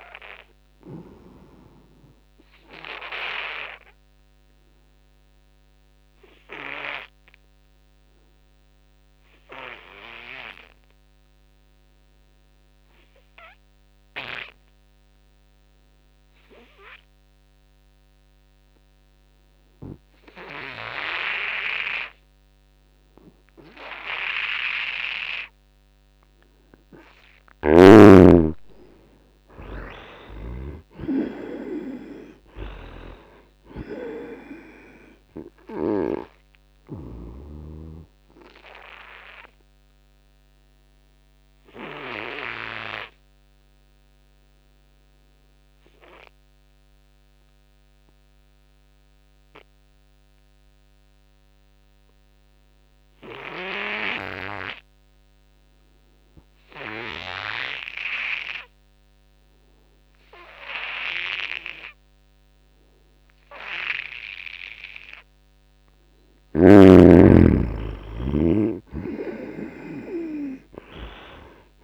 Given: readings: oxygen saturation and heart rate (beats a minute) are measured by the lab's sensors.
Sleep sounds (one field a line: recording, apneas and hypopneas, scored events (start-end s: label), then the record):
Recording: breathing in sleep by a microphone on the trachea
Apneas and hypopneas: 2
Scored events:
0.00-17.50 s: oxygen desaturation (device-marked, oxygen 84% lowest, heart rate 65 extreme)
0.50-26.50 s: obstructive apnea (oxygen 98% before, 81% lowest, heart rate 78 before, 65 extreme, up 1 after)
24.50-52.50 s: oxygen desaturation (device-marked, oxygen 97% before, 81% lowest, heart rate 78 before, 65 extreme)
27.50-31.00 s: snoring (device-marked)
28.50-32.00 s: arousal
39.00-66.00 s: obstructive apnea (oxygen 97% before, 81% lowest, heart rate 73 before, 66 extreme, up 7 after)
58.50-71.84 s: oxygen desaturation (device-marked, oxygen 97% before, 81% lowest, heart rate 81 before, 66 extreme)
68.50-71.84 s: arousal
From the record:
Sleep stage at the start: N2 (light sleep)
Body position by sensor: on the back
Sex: male